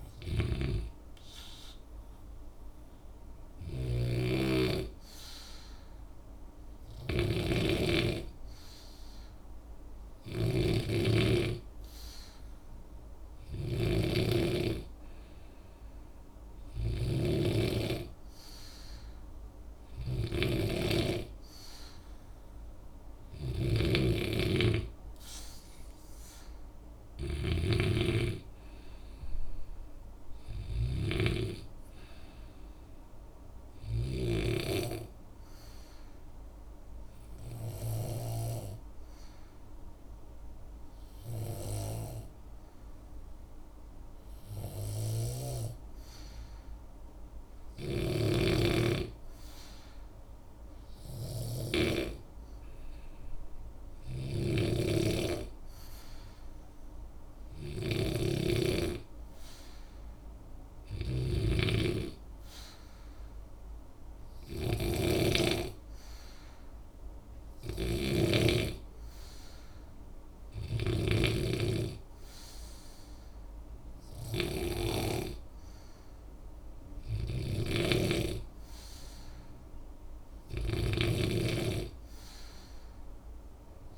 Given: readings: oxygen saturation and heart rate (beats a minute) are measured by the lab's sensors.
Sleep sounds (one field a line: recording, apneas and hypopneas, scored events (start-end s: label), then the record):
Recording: breathing in sleep by a room microphone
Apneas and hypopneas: 2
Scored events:
0.00-34.50 s: snoring (device-marked)
1.50-14.00 s: obstructive apnea (oxygen 96% before, 91% lowest, heart rate 61 before, 62 extreme, up 0 after)
17.50-21.50 s: arousal
35.00-47.50 s: obstructive apnea (oxygen 95% before, 91% lowest, heart rate 63 before, 61 extreme, up 0 after)
48.00-52.00 s: snoring (device-marked)
50.00-53.00 s: arousal
54.00-75.00 s: snoring (device-marked)
58.00-64.00 s: oxygen desaturation (device-marked, oxygen 95% before, 91% lowest, heart rate 65 before, 61 extreme)
77.00-83.97 s: snoring (device-marked)
From the record:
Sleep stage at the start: N2 (light sleep)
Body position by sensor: on the back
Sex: male